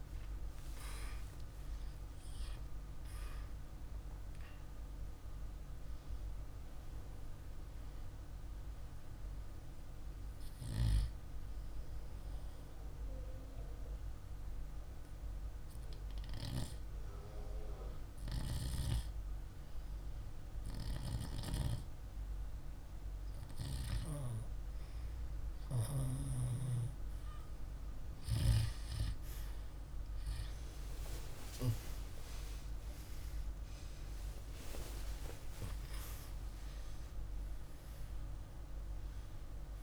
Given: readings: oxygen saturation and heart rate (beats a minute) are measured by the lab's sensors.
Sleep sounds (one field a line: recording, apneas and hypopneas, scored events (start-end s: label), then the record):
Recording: breathing in sleep by a room microphone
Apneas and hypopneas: 1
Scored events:
1.00-6.00 s: arousal
6.00-16.00 s: oxygen desaturation (device-marked, oxygen 98% before, 88% lowest, heart rate 62 before, 48 extreme)
10.00-26.00 s: hypopnea (oxygen 98% before, 93% lowest, heart rate 63 before, 48 extreme)
30.00-39.83 s: new sleep stage, awake
From the record:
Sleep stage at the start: N2 (light sleep)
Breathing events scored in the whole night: 209 in 5.7 hours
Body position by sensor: on the back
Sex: male